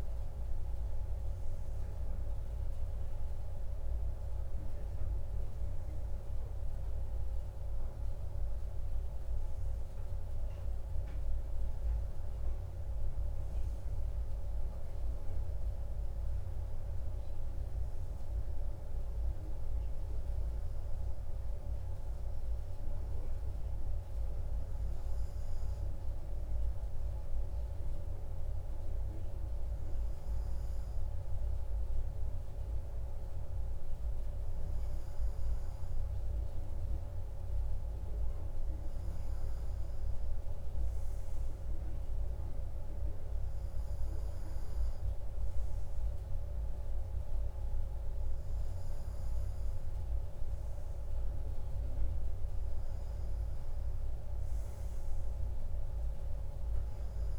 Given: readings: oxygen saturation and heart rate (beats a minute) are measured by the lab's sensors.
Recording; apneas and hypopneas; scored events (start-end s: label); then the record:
breathing in sleep, hard to hear, by a room microphone; none
53.50-57.39 s: new sleep stage, N2 (light sleep)
From the record:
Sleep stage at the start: N1 (lightest sleep); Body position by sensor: on the right side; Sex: male